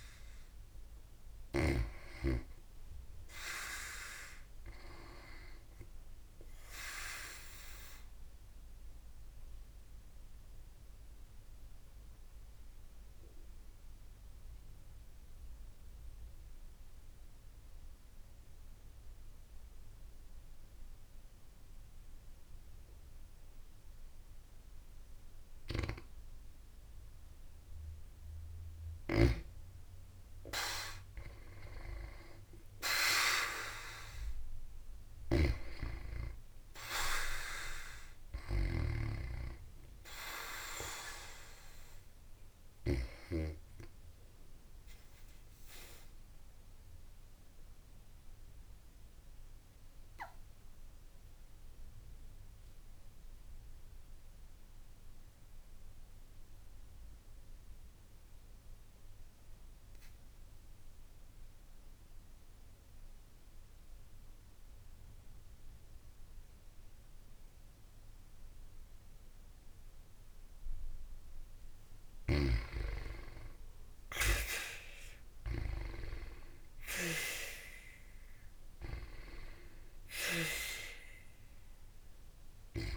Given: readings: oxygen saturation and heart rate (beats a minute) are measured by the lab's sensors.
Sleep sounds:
breathing in sleep by a room microphone; 2
0.00-1.50 s: arousal
7.00-27.50 s: obstructive apnea (oxygen 95% before, 90% lowest, heart rate 62 before, 52 extreme, up 4 after)
29.50-33.00 s: arousal
32.00-45.00 s: oxygen desaturation (device-marked, oxygen 95% before, 91% lowest, heart rate 54 before, 50 extreme)
45.50-71.50 s: obstructive apnea (oxygen 95% before, 90% lowest, heart rate 56 before, 48 extreme, up 25 after)
73.00-77.00 s: arousal
79.00-82.97 s: oxygen desaturation (device-marked, oxygen 95% before, 90% lowest, heart rate 57 before, 51 extreme)
From the record:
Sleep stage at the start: N2 (light sleep); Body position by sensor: on the back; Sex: female

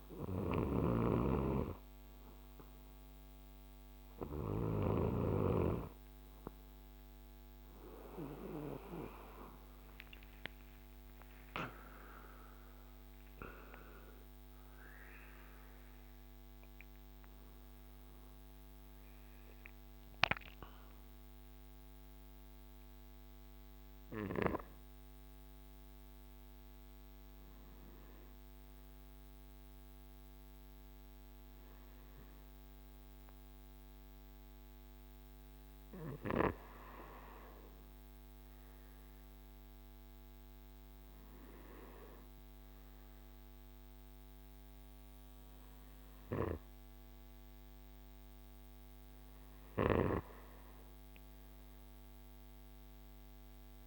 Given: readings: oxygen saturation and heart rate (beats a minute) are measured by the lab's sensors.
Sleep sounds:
breathing in sleep by a microphone on the trachea; none
0.00-5.00 s: snoring (device-marked)
9.50-15.00 s: arousal
From the record:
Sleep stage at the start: N2 (light sleep); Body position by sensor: on the right side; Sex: male

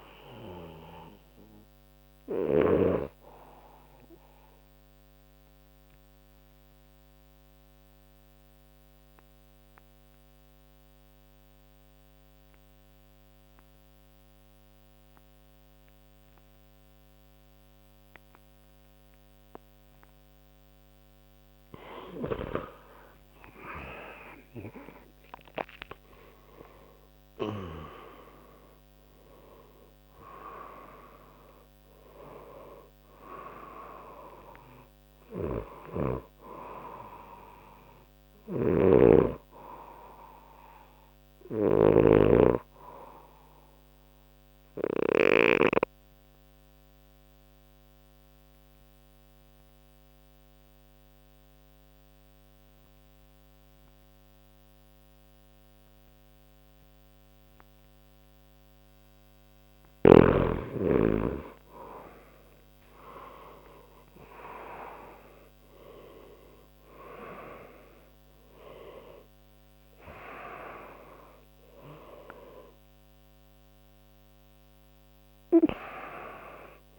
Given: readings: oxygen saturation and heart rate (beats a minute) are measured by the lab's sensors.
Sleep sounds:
breathing in sleep by a microphone on the trachea; 2
0.00-21.00 s: oxygen desaturation (device-marked, oxygen 88% lowest, heart rate 60 extreme)
3.50-20.50 s: obstructive apnea (oxygen 95% before, 88% lowest, heart rate 65 before, 60 extreme, up 3 after)
24.00-29.00 s: arousal
31.00-54.00 s: oxygen desaturation (device-marked, oxygen 97% before, 89% lowest, heart rate 61 before, 59 extreme)
38.50-42.50 s: snoring (device-marked)
43.50-59.00 s: obstructive apnea (oxygen 97% before, 88% lowest, heart rate 63 before, 59 extreme, up 5 after)
61.00-64.50 s: arousal
65.00-76.99 s: oxygen desaturation (device-marked, oxygen 97% before, 88% lowest)
From the record:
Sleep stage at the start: N2 (light sleep); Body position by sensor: on the back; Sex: male

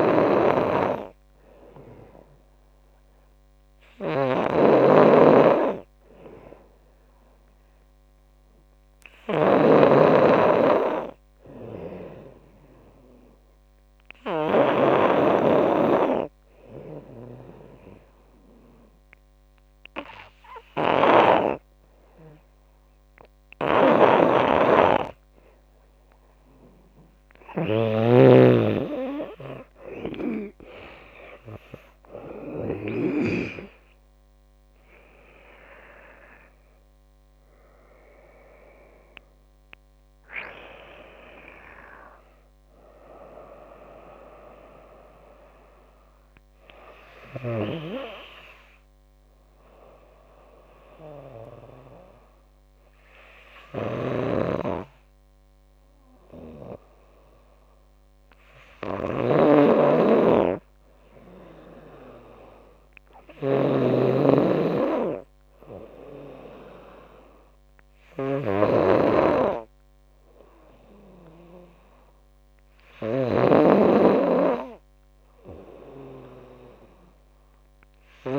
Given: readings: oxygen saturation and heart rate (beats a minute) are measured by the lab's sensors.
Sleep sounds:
breathing in sleep by a microphone on the trachea; 2
0.00-15.00 s: snoring (device-marked)
14.00-26.00 s: hypopnea (oxygen 94% before, 88% lowest, heart rate 78 before, 73 extreme, up 8 after)
14.00-28.00 s: oxygen desaturation (device-marked, oxygen 94% before, 91% lowest, heart rate 78 before, 73 extreme)
24.00-33.50 s: snoring (device-marked)
29.00-43.00 s: drop in pulse transit time (device-marked, heart rate 82 before, 79 extreme)
29.50-33.50 s: arousal
36.00-54.00 s: oxygen desaturation (device-marked, oxygen 92% before, 88% lowest, heart rate 84 before, 73 extreme)
49.50-60.50 s: obstructive apnea (oxygen 92% before, 88% lowest, heart rate 82 before, 75 extreme, up 10 after)
54.00-78.39 s: snoring (device-marked)
65.00-67.50 s: arousal
From the record:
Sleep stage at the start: N2 (light sleep); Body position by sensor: on the back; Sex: female

